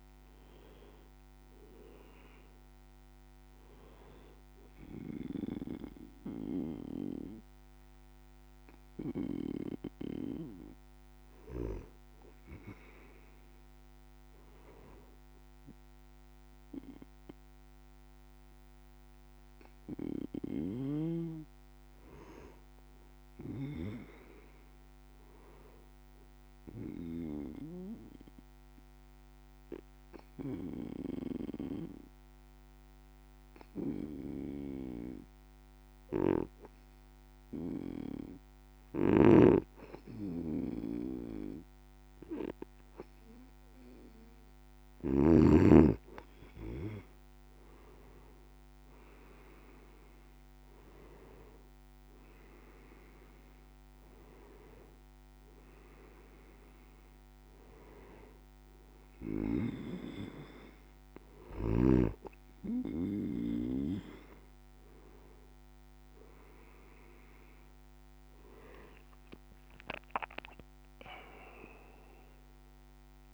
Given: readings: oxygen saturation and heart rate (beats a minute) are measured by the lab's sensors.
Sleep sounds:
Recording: breathing in sleep by a microphone on the trachea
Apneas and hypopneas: 1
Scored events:
22.50-26.00 s: arousal
28.00-43.00 s: obstructive apnea (oxygen 97% before, 93% lowest)
39.00-45.50 s: snoring (device-marked)
47.50-50.50 s: arousal
68.50-72.00 s: arousal
From the record:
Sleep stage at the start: N2 (light sleep)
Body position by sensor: on the back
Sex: male

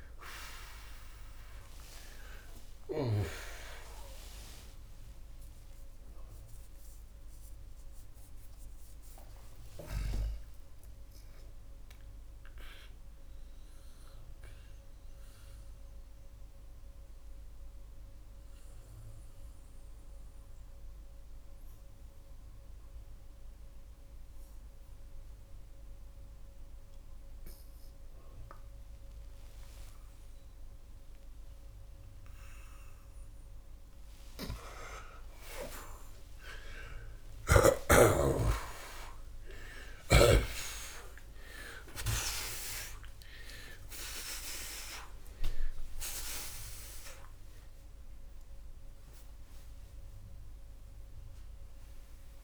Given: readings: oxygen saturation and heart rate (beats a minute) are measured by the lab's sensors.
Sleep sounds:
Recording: breathing in sleep by a room microphone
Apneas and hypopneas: 1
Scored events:
7.50-34.50 s: mixed apnea (oxygen 94% before, 80% lowest)
11.50-27.50 s: oxygen desaturation (device-marked, oxygen 91% before, 82% lowest)
36.00-39.00 s: arousal
40.50-47.50 s: oxygen desaturation (device-marked, oxygen 94% before, 89% lowest)
From the record:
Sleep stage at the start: N2 (light sleep)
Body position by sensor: on the back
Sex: male

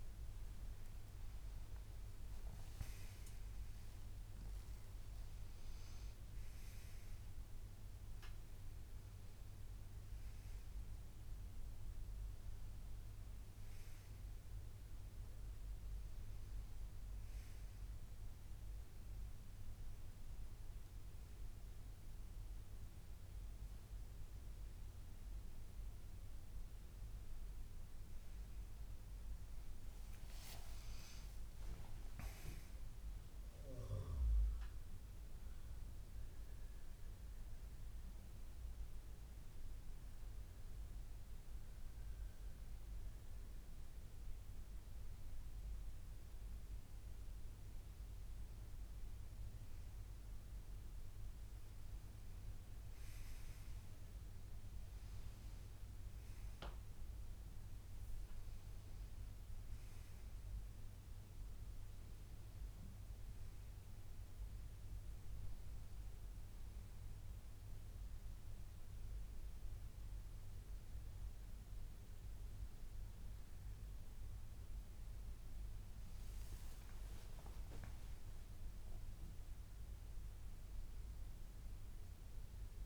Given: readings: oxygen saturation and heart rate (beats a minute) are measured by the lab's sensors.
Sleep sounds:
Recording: a person awake in a sleep study, hard to hear, by a room microphone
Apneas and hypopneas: none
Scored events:
51.50-53.50 s: long interval between heartbeats (device-marked, heart rate 142 before, 159 extreme)
From the record:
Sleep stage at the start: awake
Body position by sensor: on the back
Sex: male

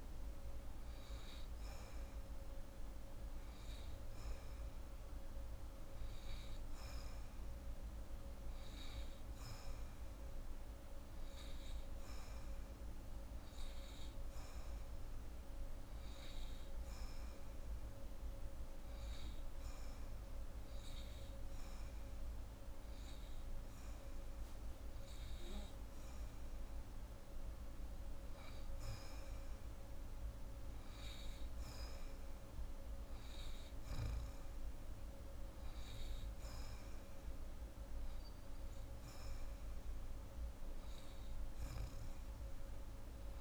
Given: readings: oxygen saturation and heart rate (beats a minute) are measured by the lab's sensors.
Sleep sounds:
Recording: breathing in sleep, hard to hear, by a room microphone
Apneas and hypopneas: none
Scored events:
none scored
From the record:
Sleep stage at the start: N2 (light sleep)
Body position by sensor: on the right side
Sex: female

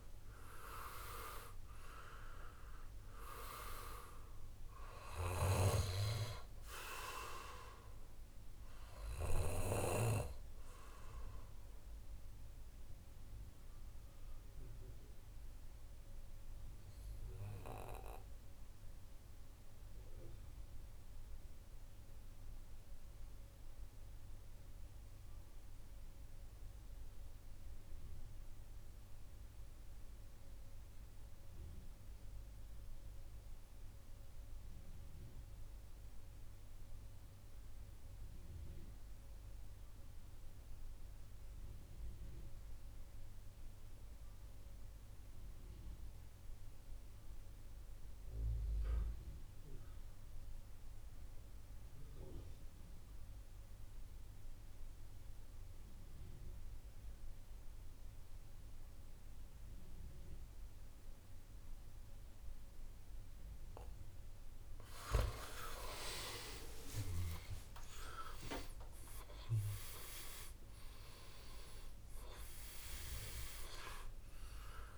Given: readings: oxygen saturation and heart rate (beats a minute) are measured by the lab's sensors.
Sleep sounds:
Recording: breathing in sleep by a room microphone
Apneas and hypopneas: 1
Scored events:
0.00-22.00 s: oxygen desaturation (device-marked, oxygen 86% lowest, heart rate 58 extreme)
12.00-65.00 s: mixed apnea (oxygen 96% before, 82% lowest, heart rate 69 before, 60 extreme, up 12 after)
43.00-74.98 s: oxygen desaturation (device-marked, oxygen 98% before, 82% lowest, heart rate 69 before, 60 extreme)
66.00-71.00 s: arousal
From the record:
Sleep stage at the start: N2 (light sleep)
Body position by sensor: on the back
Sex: male

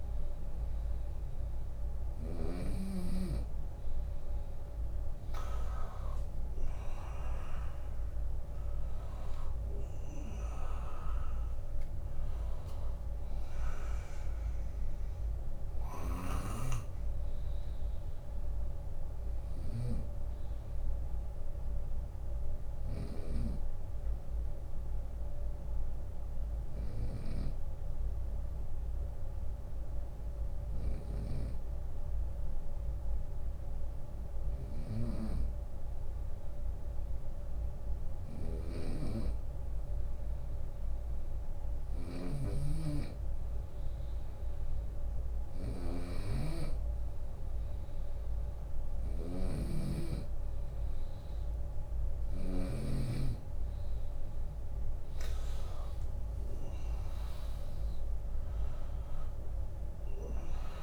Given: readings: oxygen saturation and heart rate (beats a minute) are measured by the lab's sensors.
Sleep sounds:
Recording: breathing in sleep by a room microphone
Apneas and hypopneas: 1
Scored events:
0.00-1.50 s: snoring (device-marked)
6.50-20.50 s: drop in pulse transit time (device-marked, heart rate 70 before, 73 extreme)
13.50-15.50 s: long interval between heartbeats (device-marked, heart rate 75 before, 73 extreme)
15.00-22.50 s: snoring (device-marked)
22.00-35.50 s: hypopnea (oxygen 100% before, 96% lowest, heart rate 77 before, 48 extreme, up 30 after)
23.00-25.00 s: long interval between heartbeats (device-marked, heart rate 77 before, 69 extreme)
23.50-28.50 s: bradycardia (device-marked, heart rate 75 before, 57 extreme)
25.00-27.00 s: long interval between heartbeats (device-marked, heart rate 77 before, 70 extreme)
27.50-29.50 s: long interval between heartbeats (device-marked, heart rate 76 before, 48 extreme)
37.00-51.50 s: snoring (device-marked)
37.50-39.50 s: long interval between heartbeats (device-marked, heart rate 69 before, 65 extreme)
38.50-42.50 s: arousal
41.00-43.00 s: long interval between heartbeats (device-marked, heart rate 67 before, 69 extreme)
47.50-49.50 s: oxygen desaturation (device-marked, oxygen 100% before, 98% lowest, heart rate 66 before, 49 extreme)
50.50-52.50 s: bradycardia (device-marked, heart rate 74 before, 70 extreme)
51.00-53.00 s: long interval between heartbeats (device-marked, heart rate 69 before, 70 extreme)
53.50-60.83 s: drop in pulse transit time (device-marked, heart rate 70 before, 55 extreme)
From the record:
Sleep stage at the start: N2 (light sleep)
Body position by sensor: on the right side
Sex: male

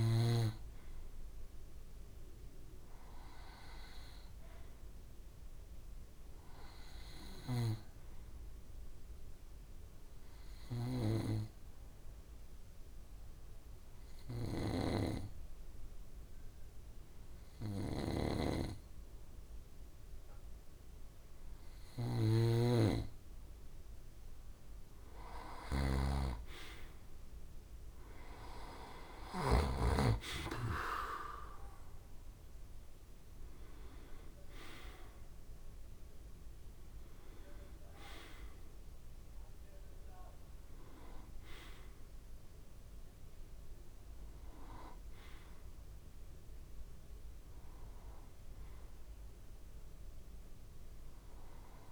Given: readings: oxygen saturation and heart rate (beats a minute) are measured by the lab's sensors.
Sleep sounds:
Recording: breathing in sleep by a room microphone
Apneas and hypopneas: 1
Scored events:
0.00-6.50 s: oxygen desaturation (device-marked, oxygen 89% lowest, heart rate 63 extreme)
11.00-23.00 s: obstructive apnea (oxygen 95% before, 90% lowest, heart rate 65 before, 63 extreme, up 2 after)
14.00-29.50 s: snoring (device-marked)
28.50-50.50 s: oxygen desaturation (device-marked, oxygen 94% before, 90% lowest, heart rate 63 before, 63 extreme)
29.00-33.50 s: arousal
From the record:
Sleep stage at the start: N2 (light sleep)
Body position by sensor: on the back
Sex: male

